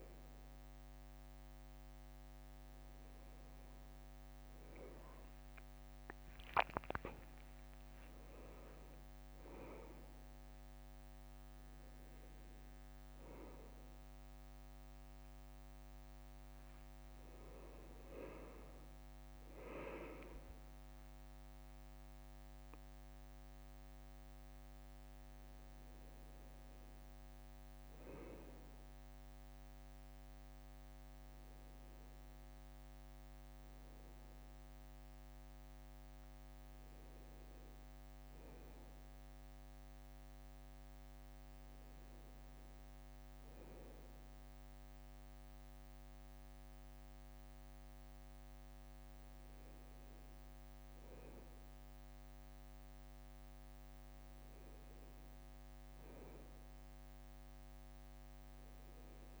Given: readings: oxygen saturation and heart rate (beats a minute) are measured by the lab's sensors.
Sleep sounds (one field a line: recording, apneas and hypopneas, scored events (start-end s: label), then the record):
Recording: a person awake in a sleep study, by a microphone on the trachea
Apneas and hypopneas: none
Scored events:
13.50-15.50 s: bradycardia (device-marked, heart rate 64 before, 61 extreme)
16.50-23.50 s: bradycardia (device-marked, heart rate 64 before, 58 extreme)
28.50-45.50 s: bradycardia (device-marked, heart rate 64 before, 59 extreme)
From the record:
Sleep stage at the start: awake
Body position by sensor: on the left side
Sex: male